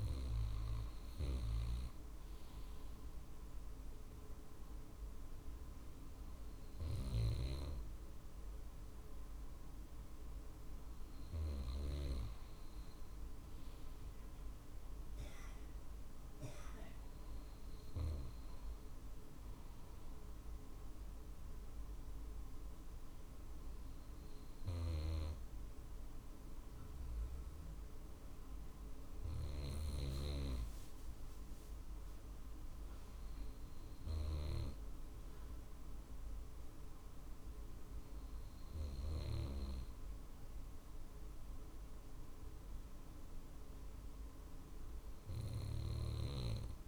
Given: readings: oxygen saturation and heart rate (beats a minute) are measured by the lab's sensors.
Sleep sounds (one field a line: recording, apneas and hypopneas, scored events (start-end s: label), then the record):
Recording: breathing in sleep by a room microphone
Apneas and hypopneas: none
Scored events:
0.00-6.50 s: drop in pulse transit time (device-marked, heart rate 50 extreme)
From the record:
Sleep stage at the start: N2 (light sleep)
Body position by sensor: on the right side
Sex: male